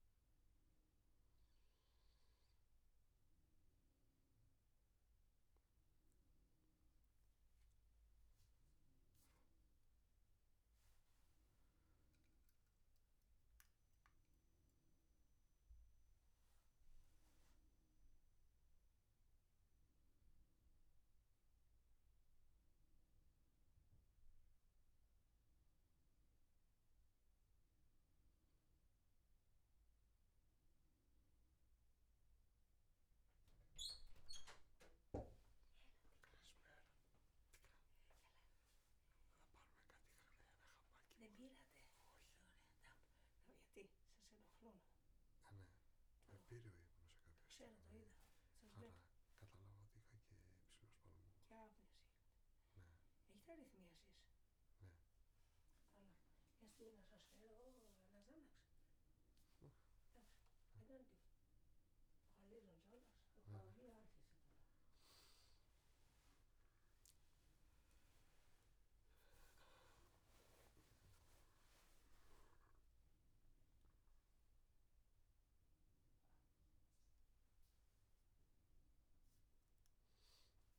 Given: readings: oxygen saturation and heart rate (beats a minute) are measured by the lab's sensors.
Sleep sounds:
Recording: a person awake in a sleep study, by a room microphone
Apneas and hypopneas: none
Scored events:
68.50-74.50 s: tachycardia (device-marked, heart rate 82 before, 105 extreme)
72.00-74.00 s: long interval between heartbeats (device-marked, heart rate 92 before, 103 extreme)
From the record:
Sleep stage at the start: awake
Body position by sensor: on the back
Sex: male

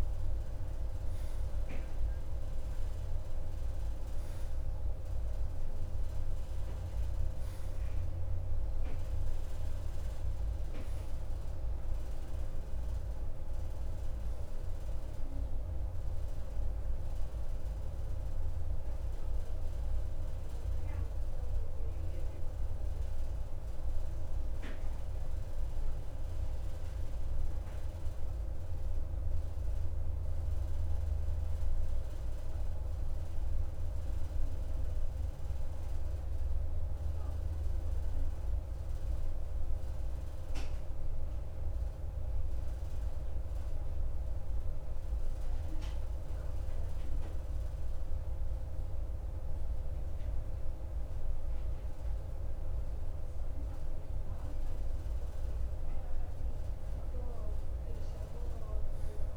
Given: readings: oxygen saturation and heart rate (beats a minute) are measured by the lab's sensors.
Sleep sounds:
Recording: breathing in sleep, hard to hear, by a room microphone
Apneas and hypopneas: 1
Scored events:
28.00-52.00 s: mixed apnea (oxygen 93% before, 91% lowest, heart rate 55 before, 51 extreme, up 3 after)
54.50-58.00 s: arousal
From the record:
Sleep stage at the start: N2 (light sleep)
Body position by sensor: on the right side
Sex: male

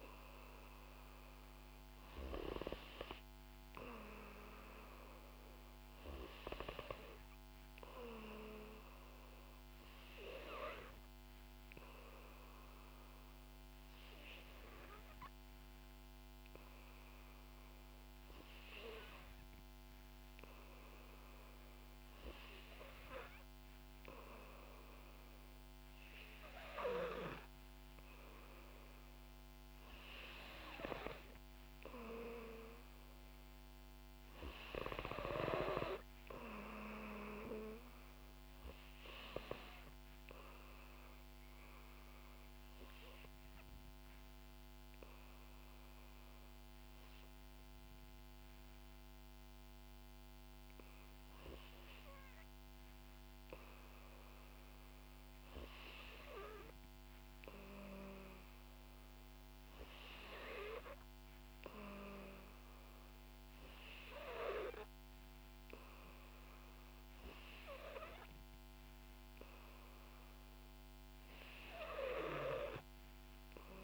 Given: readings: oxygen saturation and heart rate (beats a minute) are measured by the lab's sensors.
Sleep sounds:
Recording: breathing in sleep by a microphone on the trachea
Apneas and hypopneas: 2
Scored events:
8.00-21.50 s: hypopnea (oxygen 93% before, 89% lowest, heart rate 61 before, 62 extreme, up 4 after)
23.50-27.00 s: arousal
31.50-40.50 s: oxygen desaturation (device-marked, oxygen 93% before, 89% lowest, heart rate 64 before, 55 extreme)
41.00-54.50 s: hypopnea (oxygen 93% before, 89% lowest, heart rate 65 before, 55 extreme, up 8 after)
56.00-59.00 s: arousal
72.50-73.84 s: new sleep stage, N3 (deep sleep)
From the record:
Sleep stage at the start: N2 (light sleep)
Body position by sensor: on the back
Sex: female

